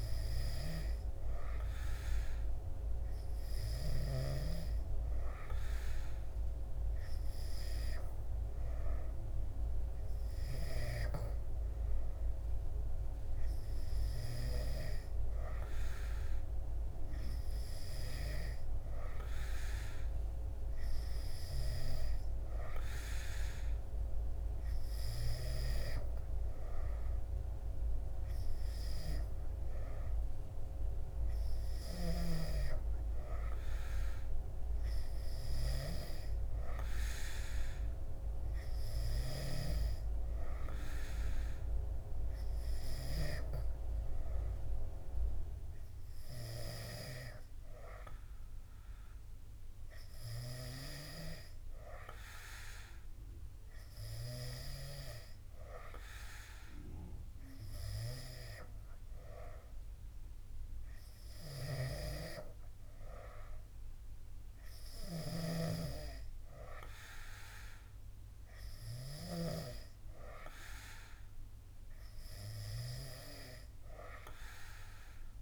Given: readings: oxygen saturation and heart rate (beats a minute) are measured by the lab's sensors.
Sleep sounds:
breathing in sleep by a room microphone; none
none scored
From the record:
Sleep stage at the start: N3 (deep sleep); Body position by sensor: on the back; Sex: male

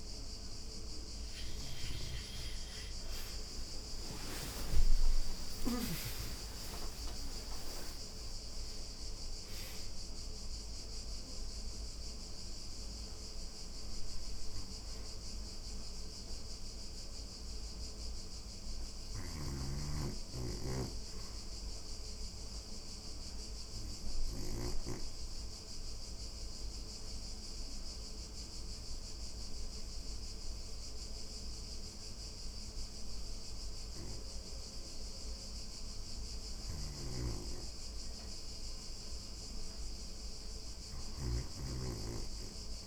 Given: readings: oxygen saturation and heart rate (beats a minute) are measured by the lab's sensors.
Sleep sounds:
breathing in sleep by a room microphone; 1
0.00-18.00 s: oxygen desaturation (device-marked, oxygen 81% lowest, heart rate 84 extreme)
3.00-6.50 s: arousal
18.00-24.00 s: snoring (device-marked)
20.50-34.50 s: obstructive apnea (oxygen 98% before, 79% lowest, heart rate 94 before, 84 extreme, up 0 after)
31.00-42.87 s: oxygen desaturation (device-marked, oxygen 98% before, 79% lowest, heart rate 92 before, 84 extreme)
35.50-40.50 s: snoring (device-marked)
37.00-41.50 s: arousal
From the record:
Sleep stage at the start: REM sleep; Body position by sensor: on the back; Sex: female

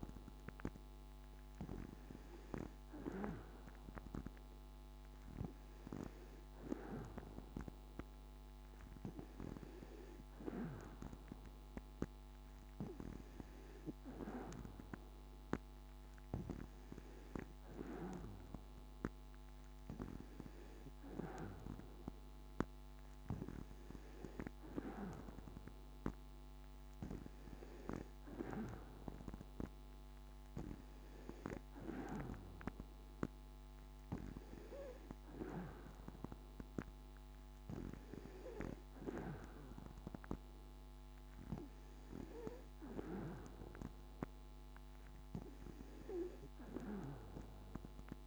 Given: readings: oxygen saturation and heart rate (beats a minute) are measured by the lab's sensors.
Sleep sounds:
breathing in sleep by a microphone on the trachea; none
none scored
From the record:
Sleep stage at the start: N2 (light sleep); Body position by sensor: on the back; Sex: female

